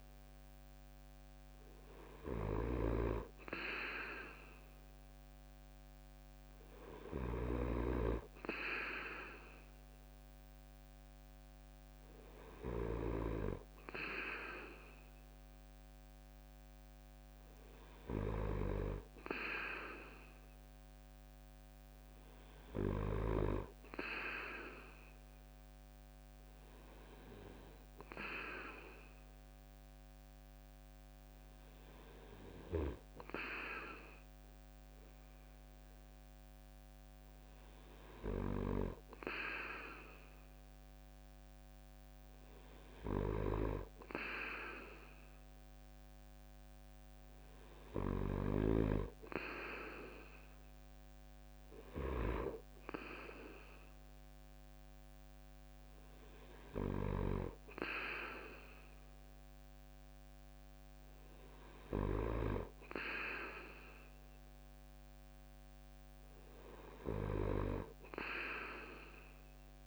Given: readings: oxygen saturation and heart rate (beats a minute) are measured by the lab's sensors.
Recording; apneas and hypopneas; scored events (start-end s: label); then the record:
breathing in sleep by a microphone on the trachea; none
0.00-12.50 s: snoring (device-marked)
From the record:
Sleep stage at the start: N2 (light sleep); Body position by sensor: on the right side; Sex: male